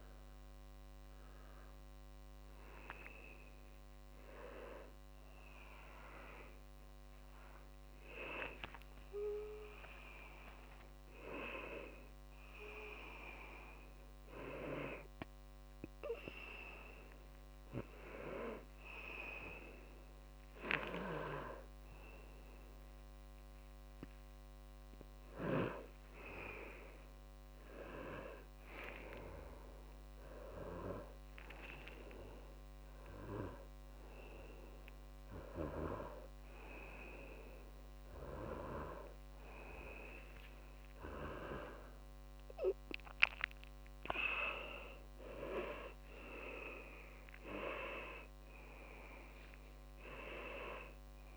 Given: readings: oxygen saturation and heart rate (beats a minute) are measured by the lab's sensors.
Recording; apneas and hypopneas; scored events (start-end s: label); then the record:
a person awake in a sleep study, by a microphone on the trachea; none
0.00-4.00 s: oxygen desaturation (device-marked, oxygen 84% lowest)
24.00-41.00 s: tachycardia (device-marked, heart rate 79 before, 177 extreme)
44.00-51.37 s: oxygen desaturation (device-marked, oxygen 97% before, 94% lowest)
From the record:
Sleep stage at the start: awake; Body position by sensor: on the back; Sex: male